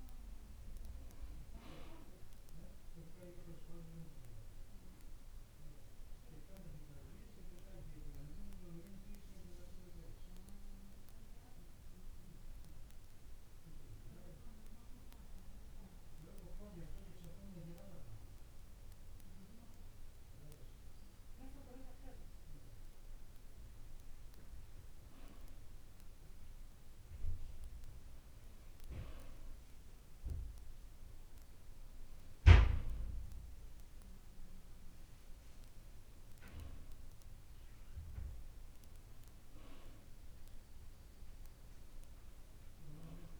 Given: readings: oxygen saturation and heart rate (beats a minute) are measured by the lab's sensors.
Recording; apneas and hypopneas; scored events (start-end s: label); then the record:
breathing in sleep by a room microphone; 1
0.00-18.50 s: oxygen desaturation (device-marked, oxygen 88% lowest, heart rate 48 extreme)
6.00-24.50 s: hypopnea (oxygen 92% before, 88% lowest, heart rate 53 before, 48 extreme, up 1 after)
26.50-30.00 s: arousal
From the record:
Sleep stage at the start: N2 (light sleep); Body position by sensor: on the back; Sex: male